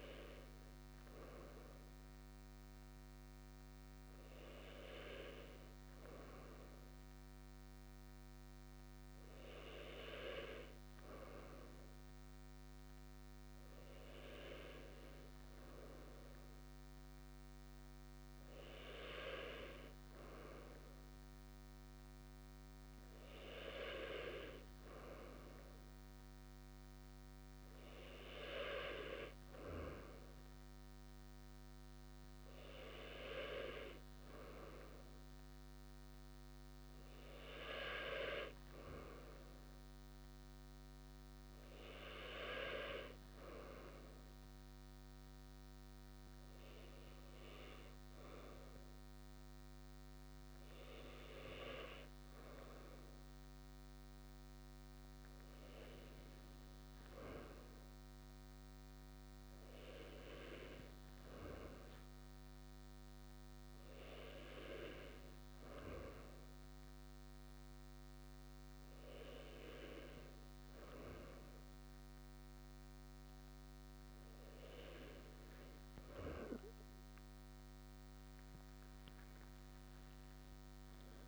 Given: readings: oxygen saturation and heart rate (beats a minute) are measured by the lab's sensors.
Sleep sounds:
breathing in sleep by a microphone on the trachea; none
none scored
From the record:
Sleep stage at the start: N2 (light sleep); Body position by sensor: on the right side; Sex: male

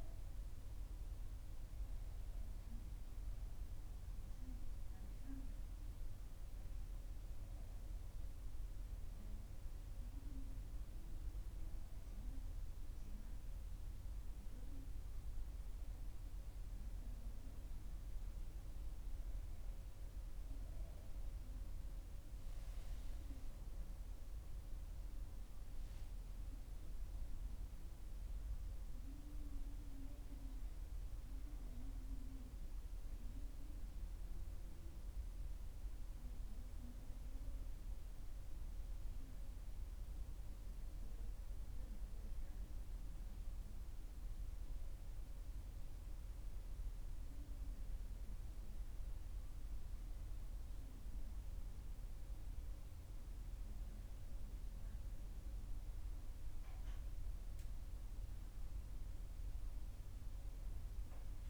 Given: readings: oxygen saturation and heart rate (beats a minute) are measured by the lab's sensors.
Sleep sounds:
a person partly awake in a sleep study, hard to hear, by a room microphone; none
0.50-30.50 s: new sleep stage, awake
30.50-61.50 s: new sleep stage, N1 (lightest sleep)
From the record:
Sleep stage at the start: N1 (lightest sleep); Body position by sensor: on the back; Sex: female

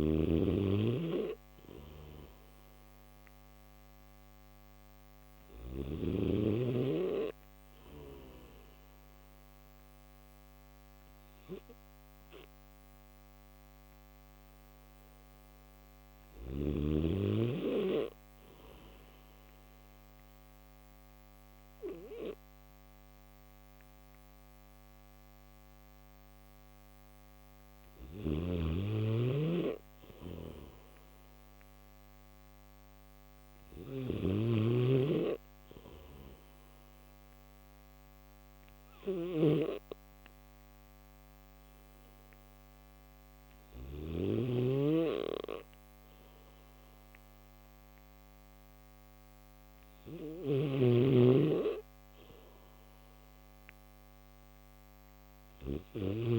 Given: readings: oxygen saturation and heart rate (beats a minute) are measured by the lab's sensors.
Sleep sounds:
breathing in sleep by a microphone on the trachea; none
0.00-5.50 s: snoring (device-marked)
27.50-43.50 s: snoring (device-marked)
38.00-50.00 s: oxygen desaturation (device-marked, oxygen 94% before, 91% lowest, heart rate 74 before, 72 extreme)
49.50-56.39 s: snoring (device-marked)
52.00-56.39 s: new sleep stage, N1 (lightest sleep)
From the record:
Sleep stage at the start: N3 (deep sleep); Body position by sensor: on the back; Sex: male

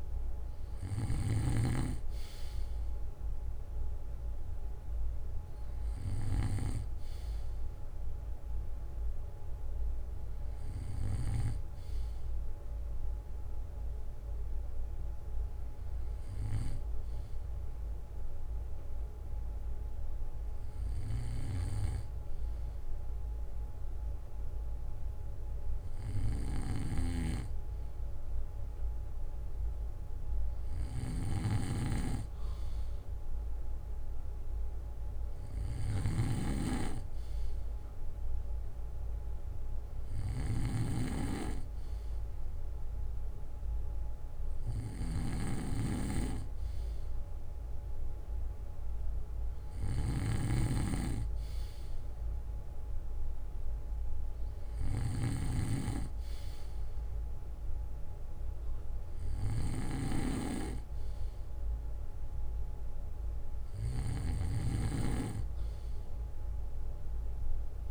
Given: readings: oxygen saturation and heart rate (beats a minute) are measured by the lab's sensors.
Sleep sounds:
breathing in sleep by a room microphone; none
0.00-1.50 s: snoring (device-marked)
13.50-15.50 s: bradycardia (device-marked, heart rate 63 before, 60 extreme)
26.50-55.50 s: snoring (device-marked)
52.50-54.50 s: bradycardia (device-marked, heart rate 63 before, 58 extreme)
65.50-67.50 s: bradycardia (device-marked, heart rate 63 before, 58 extreme)
From the record:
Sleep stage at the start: N2 (light sleep); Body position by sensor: on the back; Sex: male

